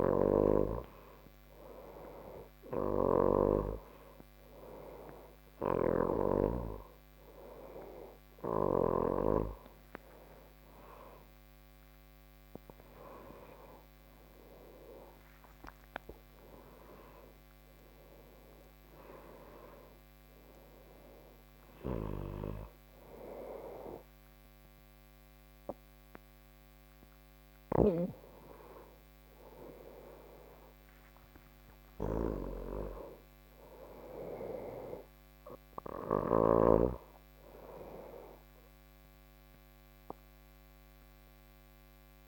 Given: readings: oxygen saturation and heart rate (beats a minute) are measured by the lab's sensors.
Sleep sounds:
breathing in sleep by a microphone on the trachea; none
1.00-11.00 s: oxygen desaturation (device-marked, oxygen 93% before, 90% lowest, heart rate 81 before, 79 extreme)
28.00-34.00 s: oxygen desaturation (device-marked, oxygen 92% before, 89% lowest, heart rate 87 before, 77 extreme)
From the record:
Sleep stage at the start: N1 (lightest sleep); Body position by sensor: on the back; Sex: male

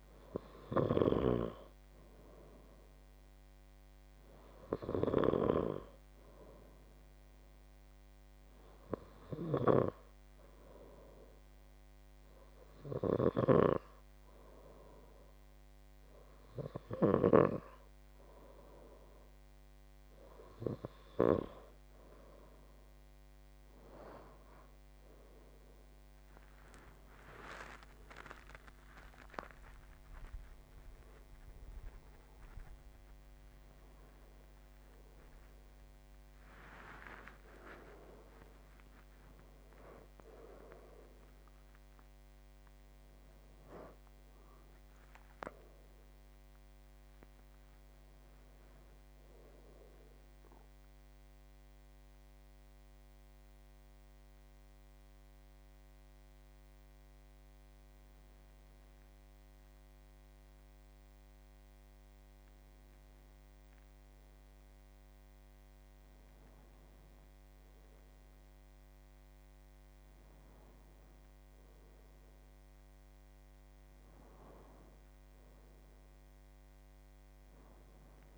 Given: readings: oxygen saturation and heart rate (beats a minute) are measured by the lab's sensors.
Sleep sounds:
breathing in sleep by a microphone on the trachea; 2
5.50-21.00 s: obstructive apnea (oxygen 95% before, 93% lowest, heart rate 76 before, 71 extreme, up 27 after)
27.50-33.00 s: arousal
51.50-65.00 s: hypopnea (oxygen 95% before, 94% lowest, heart rate 87 before, 67 extreme, up 8 after)
53.00-78.38 s: new sleep stage, N1 (lightest sleep)
From the record:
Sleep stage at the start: N2 (light sleep); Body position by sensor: on the left side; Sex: male

